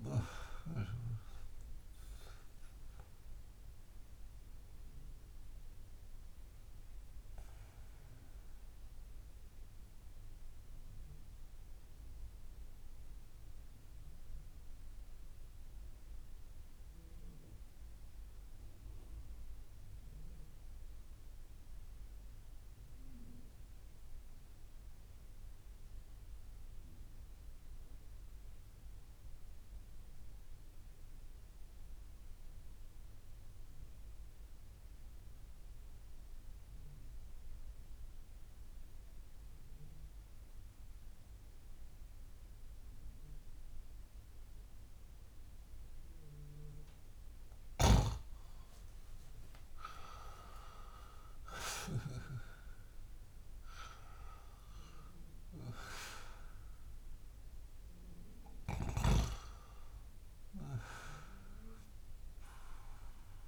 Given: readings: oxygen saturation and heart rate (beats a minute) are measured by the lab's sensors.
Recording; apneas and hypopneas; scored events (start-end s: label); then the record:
breathing in sleep by a room microphone; 1
0.50-45.00 s: obstructive apnea (oxygen 97% before, 89% lowest)
40.00-63.48 s: oxygen desaturation (device-marked, oxygen 98% before, 89% lowest)
48.00-53.00 s: arousal
From the record:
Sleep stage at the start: N2 (light sleep); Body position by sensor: on the back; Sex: male